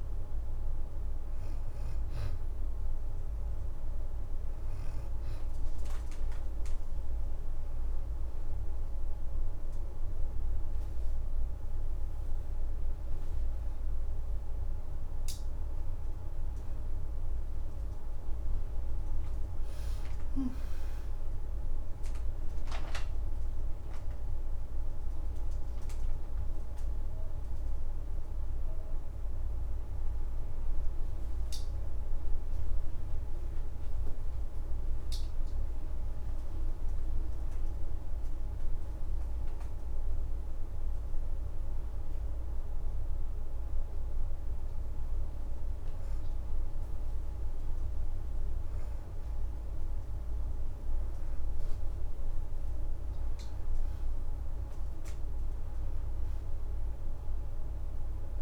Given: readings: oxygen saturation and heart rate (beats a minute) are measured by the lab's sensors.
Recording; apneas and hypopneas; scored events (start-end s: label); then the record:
breathing in sleep, hard to hear, by a room microphone; none
6.50-16.50 s: oxygen desaturation (device-marked, oxygen 90% before, 87% lowest, heart rate 80 before, 78 extreme)
7.50-12.50 s: arousal
51.50-52.50 s: leg movement (device-marked)
52.00-55.50 s: arousal
56.50-58.41 s: oxygen desaturation (device-marked, oxygen 93% before, 86% lowest, heart rate 80 before, 78 extreme)
From the record:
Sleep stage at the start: N2 (light sleep); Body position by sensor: on the back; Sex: female